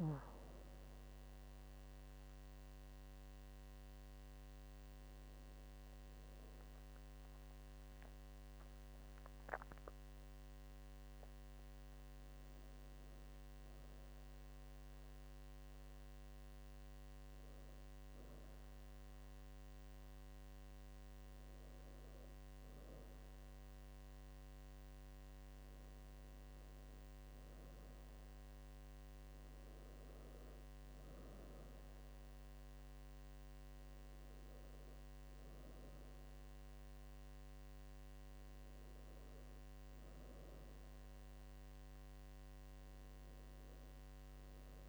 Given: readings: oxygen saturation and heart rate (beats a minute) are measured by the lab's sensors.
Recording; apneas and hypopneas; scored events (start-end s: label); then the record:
breathing in sleep, hard to hear, by a microphone on the trachea; none
none scored
From the record:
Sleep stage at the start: N1 (lightest sleep); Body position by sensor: on the back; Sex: female